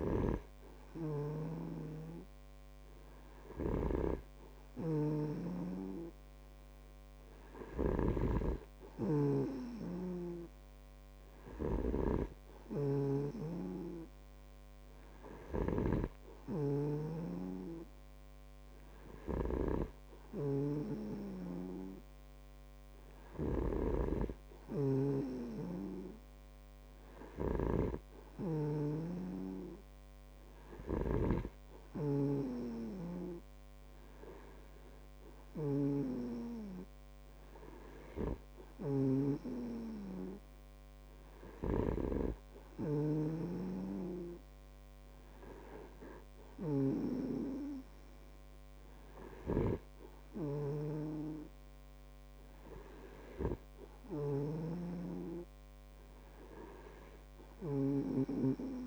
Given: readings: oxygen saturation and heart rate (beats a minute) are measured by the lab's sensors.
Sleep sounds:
breathing in sleep by a microphone on the trachea; none
0.00-58.87 s: snoring (device-marked)
From the record:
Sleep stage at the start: N2 (light sleep); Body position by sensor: on the back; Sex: male

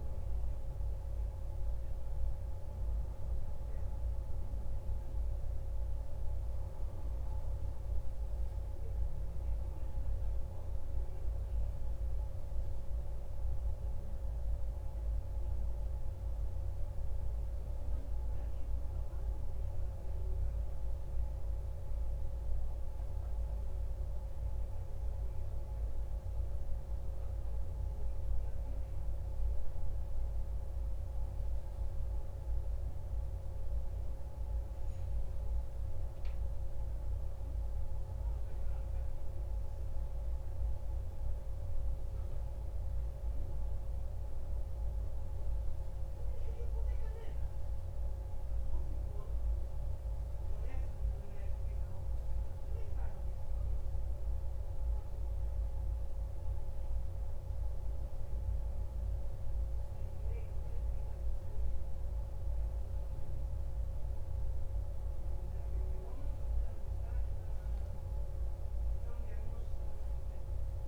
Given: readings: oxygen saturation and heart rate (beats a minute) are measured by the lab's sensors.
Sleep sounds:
breathing in sleep, hard to hear, by a room microphone; none
69.50-70.88 s: arousal
From the record:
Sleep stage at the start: N1 (lightest sleep); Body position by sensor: on the back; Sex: male

